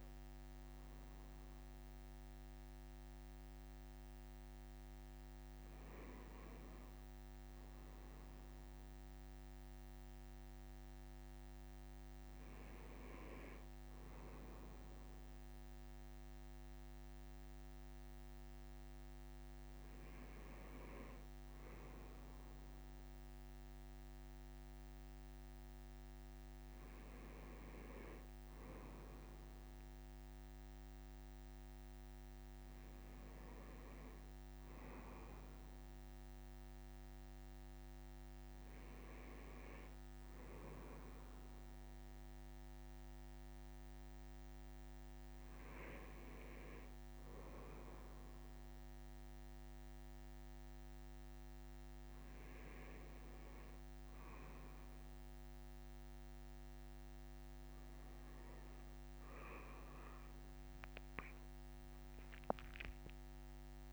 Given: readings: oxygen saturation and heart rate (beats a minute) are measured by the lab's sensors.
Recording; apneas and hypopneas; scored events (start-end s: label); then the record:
breathing in sleep, hard to hear, by a microphone on the trachea; none
60.50-63.93 s: leg movement (device-marked)
From the record:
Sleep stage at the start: N1 (lightest sleep); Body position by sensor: on the right side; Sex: male